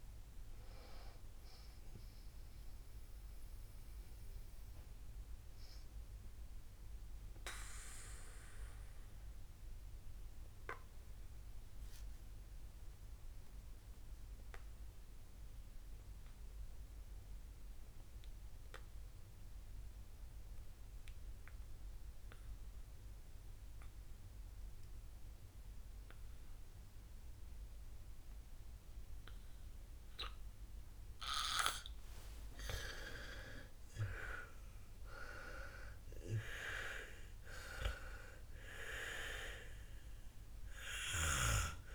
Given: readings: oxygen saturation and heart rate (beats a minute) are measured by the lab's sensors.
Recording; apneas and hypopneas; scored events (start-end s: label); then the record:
breathing in sleep by a room microphone; 1
0.00-17.00 s: oxygen desaturation (device-marked, oxygen 87% lowest, heart rate 49 extreme)
4.50-32.50 s: obstructive apnea (oxygen 98% before, 87% lowest, heart rate 68 before, 49 extreme, up 20 after)
33.00-41.95 s: oxygen desaturation (device-marked, oxygen 98% before, 89% lowest, heart rate 53 before, 49 extreme)
34.00-38.50 s: arousal
From the record:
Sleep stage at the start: N2 (light sleep); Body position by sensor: on the back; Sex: female